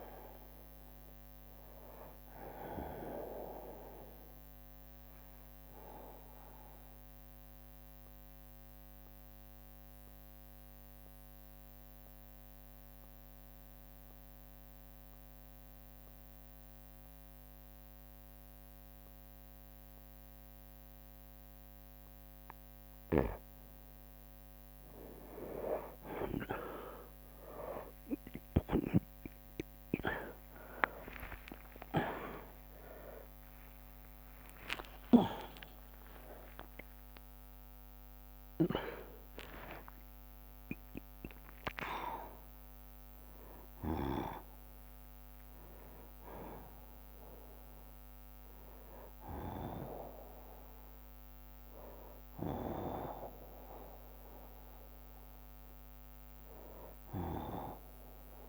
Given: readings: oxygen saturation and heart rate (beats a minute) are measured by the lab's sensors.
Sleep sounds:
breathing in sleep by a microphone on the trachea; 1
0.00-12.50 s: oxygen desaturation (device-marked, oxygen 90% lowest, heart rate 60 extreme)
5.00-22.00 s: mixed apnea (oxygen 97% before, 90% lowest, heart rate 70 before, 60 extreme, up 19 after)
21.50-28.50 s: drop in pulse transit time (device-marked, heart rate 63 before, 61 extreme)
27.50-34.50 s: tachycardia (device-marked, heart rate 67 before, 142 extreme)
29.50-35.50 s: oxygen desaturation (device-marked, oxygen 97% before, 92% lowest, heart rate 62 before, 64 extreme)
30.00-36.50 s: arousal
31.00-33.00 s: long interval between heartbeats (device-marked, heart rate 63 before, 106 extreme)
33.50-47.50 s: drop in pulse transit time (device-marked, heart rate 72 before, 71 extreme)
34.00-36.00 s: long interval between heartbeats (device-marked, heart rate 72 before, 139 extreme)
39.50-58.49 s: new sleep stage, N1 (lightest sleep)
From the record:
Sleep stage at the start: N2 (light sleep); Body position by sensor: on the right side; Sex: male

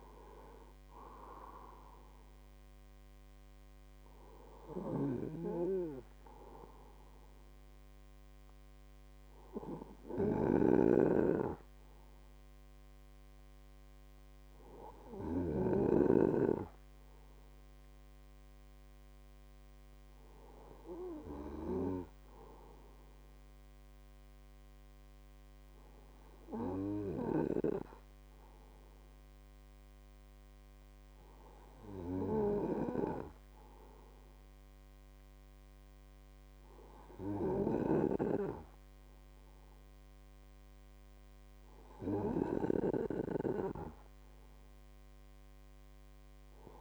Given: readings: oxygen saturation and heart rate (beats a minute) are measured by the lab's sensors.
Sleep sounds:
breathing in sleep by a microphone on the trachea; none
0.00-2.50 s: arousal
From the record:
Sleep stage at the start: N2 (light sleep); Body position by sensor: on the right side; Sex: male

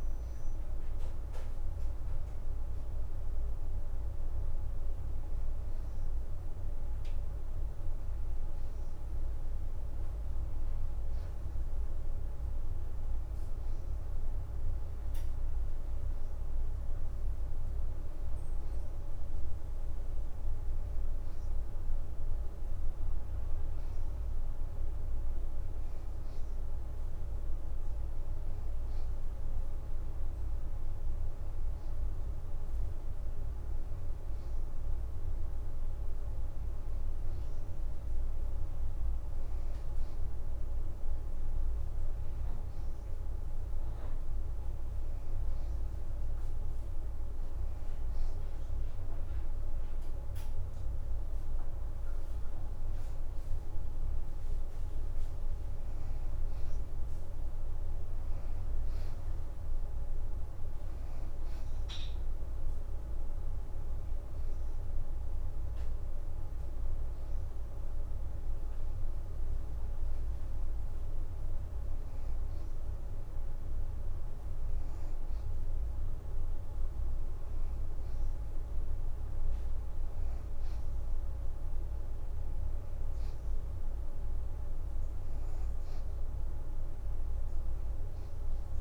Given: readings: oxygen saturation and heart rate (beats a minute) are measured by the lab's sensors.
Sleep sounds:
breathing in sleep, hard to hear, by a room microphone; 1
3.00-7.50 s: arousal
5.00-6.50 s: leg movement (device-marked)
8.50-11.50 s: leg movement (device-marked)
15.00-16.50 s: leg movement (device-marked)
21.00-21.50 s: leg movement (device-marked)
45.00-56.00 s: hypopnea (oxygen 91% before, 86% lowest, heart rate 62 before, 53 extreme, up 20 after)
59.50-60.50 s: leg movement (device-marked)
60.00-64.50 s: arousal
63.50-76.50 s: oxygen desaturation (device-marked, oxygen 91% before, 86% lowest, heart rate 64 before, 49 extreme)
87.00-88.81 s: leg movement (device-marked)
From the record:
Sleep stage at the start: N2 (light sleep); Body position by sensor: on the right side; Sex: female

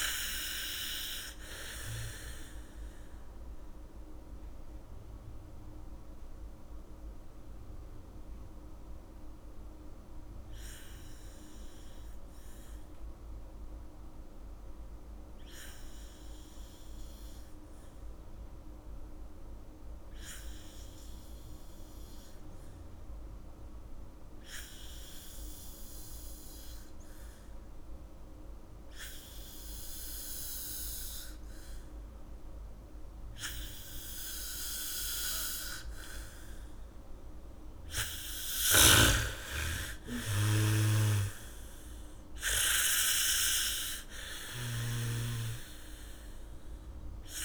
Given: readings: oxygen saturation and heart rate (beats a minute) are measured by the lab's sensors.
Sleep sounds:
breathing in sleep by a room microphone; 1
0.00-21.50 s: oxygen desaturation (device-marked, oxygen 80% lowest, heart rate 45 extreme)
2.50-37.00 s: mixed apnea (oxygen 98% before, 80% lowest, heart rate 60 before, 45 extreme, up 4 after)
23.50-47.44 s: oxygen desaturation (device-marked, oxygen 99% before, 80% lowest, heart rate 81 before, 45 extreme)
25.50-27.50 s: bradycardia (device-marked, heart rate 71 before, 63 extreme)
29.50-32.50 s: bradycardia (device-marked, heart rate 71 before, 59 extreme)
34.50-41.50 s: bradycardia (device-marked, heart rate 71 before, 45 extreme)
39.00-45.50 s: snoring (device-marked)
40.50-43.50 s: arousal
From the record:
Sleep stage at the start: N2 (light sleep); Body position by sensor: on the back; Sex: female

